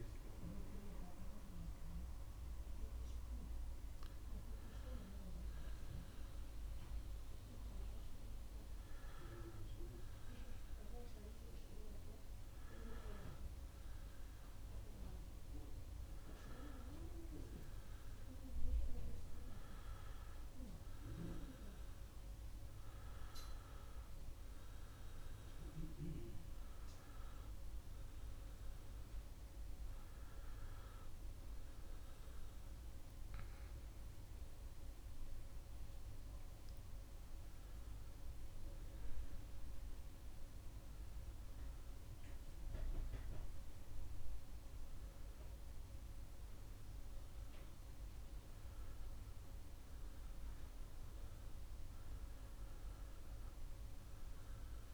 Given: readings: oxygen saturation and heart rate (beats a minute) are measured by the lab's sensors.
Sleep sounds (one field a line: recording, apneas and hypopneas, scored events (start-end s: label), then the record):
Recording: breathing in sleep by a room microphone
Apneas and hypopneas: 1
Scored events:
0.00-8.50 s: oxygen desaturation (device-marked, oxygen 94% lowest, heart rate 70 extreme)
7.00-30.00 s: obstructive apnea (oxygen 98% before, 93% lowest, heart rate 75 before, 70 extreme, up 2 after)
33.00-36.50 s: arousal
From the record:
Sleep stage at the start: N2 (light sleep)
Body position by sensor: on the back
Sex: male